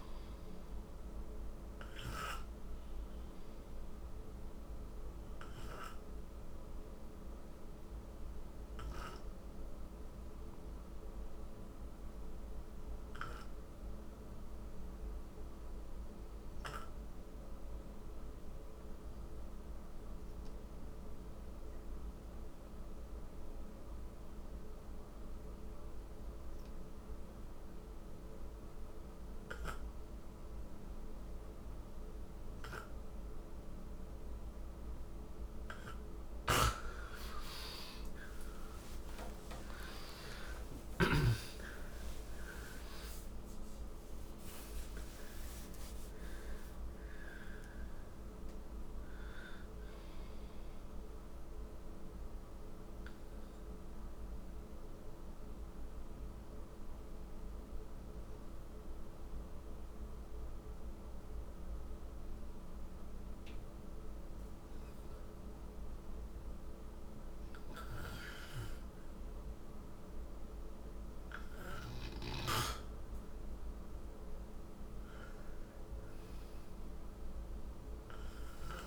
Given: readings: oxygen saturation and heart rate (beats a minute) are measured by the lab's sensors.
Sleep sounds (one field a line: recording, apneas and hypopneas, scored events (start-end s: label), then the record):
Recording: breathing in sleep by a room microphone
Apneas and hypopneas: 2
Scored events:
0.00-17.50 s: oxygen desaturation (device-marked, oxygen 88% lowest, heart rate 52 extreme)
4.50-35.00 s: obstructive apnea (oxygen 97% before, 84% lowest, heart rate 76 before, 53 extreme, up 47 after)
25.50-63.50 s: oxygen desaturation (device-marked, oxygen 98% before, 84% lowest, heart rate 58 before, 53 extreme)
36.00-39.50 s: snoring (device-marked)
36.50-42.50 s: arousal
51.50-68.00 s: obstructive apnea (oxygen 97% before, 84% lowest, heart rate 79 before, 53 extreme, up 5 after)
69.50-72.50 s: arousal
77.50-78.87 s: oxygen desaturation (device-marked, oxygen 99% before, 94% lowest, heart rate 58 before, 53 extreme)
From the record:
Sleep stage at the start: N2 (light sleep)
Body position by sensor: on the right side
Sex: male